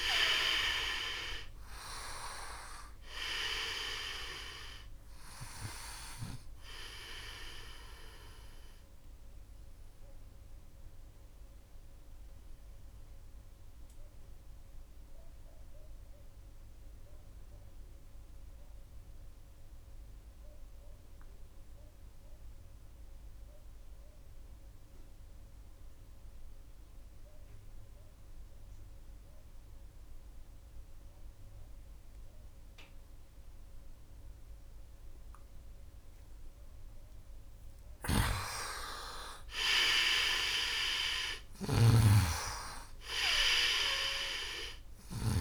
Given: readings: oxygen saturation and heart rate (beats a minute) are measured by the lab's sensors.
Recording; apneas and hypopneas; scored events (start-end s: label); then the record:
breathing in sleep by a room microphone; 1
0.00-20.00 s: oxygen desaturation (device-marked, oxygen 87% lowest, heart rate 68 extreme)
10.00-36.50 s: obstructive apnea (oxygen 98% before, 87% lowest, heart rate 76 before, 68 extreme, up 6 after)
37.00-45.41 s: oxygen desaturation (device-marked, oxygen 98% before, 87% lowest, heart rate 74 before, 63 extreme)
39.00-43.00 s: arousal
41.00-45.00 s: snoring (device-marked)
From the record:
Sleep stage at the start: N2 (light sleep); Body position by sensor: on the right side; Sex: male